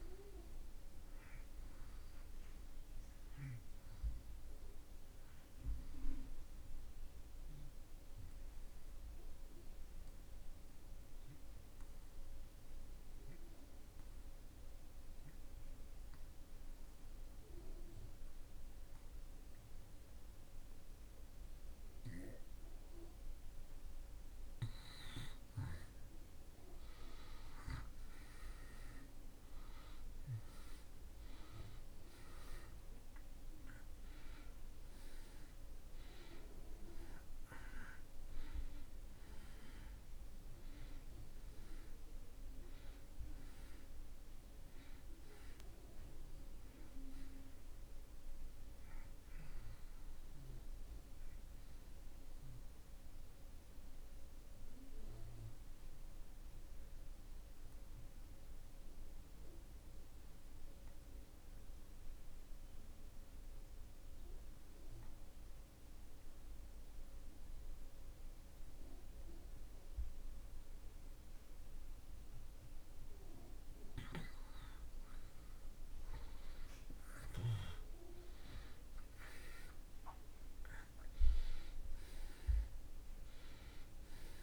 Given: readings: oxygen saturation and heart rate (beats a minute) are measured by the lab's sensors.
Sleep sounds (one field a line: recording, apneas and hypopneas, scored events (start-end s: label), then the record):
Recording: breathing in sleep by a room microphone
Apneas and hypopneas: 2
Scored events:
0.00-13.00 s: oxygen desaturation (device-marked, oxygen 86% lowest)
7.00-24.00 s: obstructive apnea (oxygen 95% before, 78% lowest)
25.50-30.00 s: arousal
28.00-60.00 s: oxygen desaturation (device-marked, oxygen 95% before, 78% lowest)
52.50-72.50 s: mixed apnea (oxygen 95% before, 77% lowest)
73.50-78.00 s: arousal
77.00-84.43 s: oxygen desaturation (device-marked, oxygen 96% before, 77% lowest)
From the record:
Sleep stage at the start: N2 (light sleep)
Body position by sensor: on the back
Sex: male